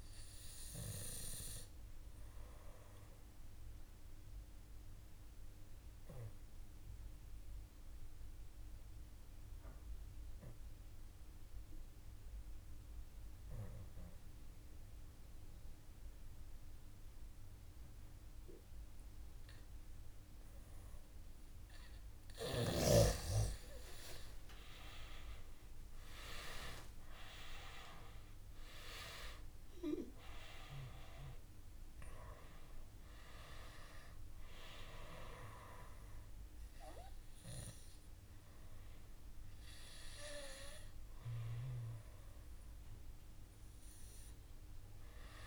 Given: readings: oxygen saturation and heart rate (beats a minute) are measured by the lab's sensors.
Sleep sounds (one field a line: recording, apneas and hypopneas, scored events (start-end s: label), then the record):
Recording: breathing in sleep by a room microphone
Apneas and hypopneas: 1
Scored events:
0.00-1.50 s: oxygen desaturation (device-marked, oxygen 92% lowest, heart rate 56 extreme)
2.50-21.00 s: obstructive apnea (oxygen 97% before, 91% lowest, heart rate 58 before, 54 extreme, up 13 after)
24.00-28.00 s: arousal
27.50-41.50 s: oxygen desaturation (device-marked, oxygen 97% before, 92% lowest, heart rate 59 before, 54 extreme)
43.50-45.47 s: oxygen desaturation (device-marked, oxygen 94% before, 91% lowest, heart rate 62 before, 54 extreme)
From the record:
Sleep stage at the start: N2 (light sleep)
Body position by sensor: on the back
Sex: male